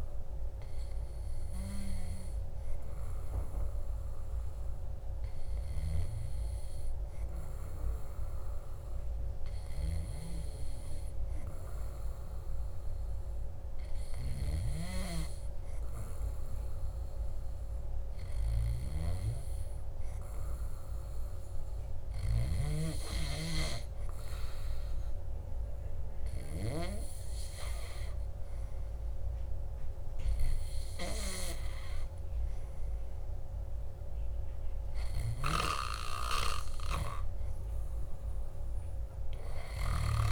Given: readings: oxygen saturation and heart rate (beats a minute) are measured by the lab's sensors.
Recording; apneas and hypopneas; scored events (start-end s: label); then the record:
breathing in sleep by a room microphone; none
none scored
From the record:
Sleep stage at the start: N2 (light sleep); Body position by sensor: on the back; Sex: male